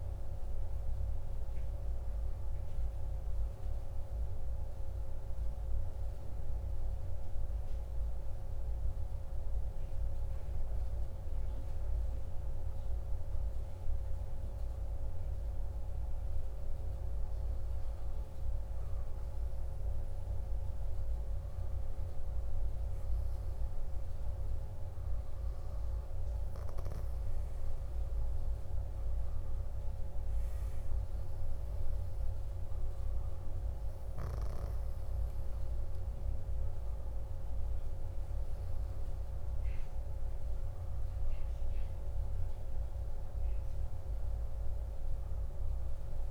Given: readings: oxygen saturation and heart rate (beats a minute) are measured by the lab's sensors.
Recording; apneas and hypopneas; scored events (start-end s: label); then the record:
breathing in sleep, hard to hear, by a room microphone; 1
0.00-2.00 s: oxygen desaturation (device-marked, oxygen 95% lowest, heart rate 53 extreme)
3.00-19.00 s: hypopnea (oxygen 99% before, 96% lowest, heart rate 60 before, 53 extreme, up 2 after)
11.00-46.31 s: new sleep stage, N2 (light sleep)
21.00-26.00 s: arousal
From the record:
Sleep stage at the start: N1 (lightest sleep); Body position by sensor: on the back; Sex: male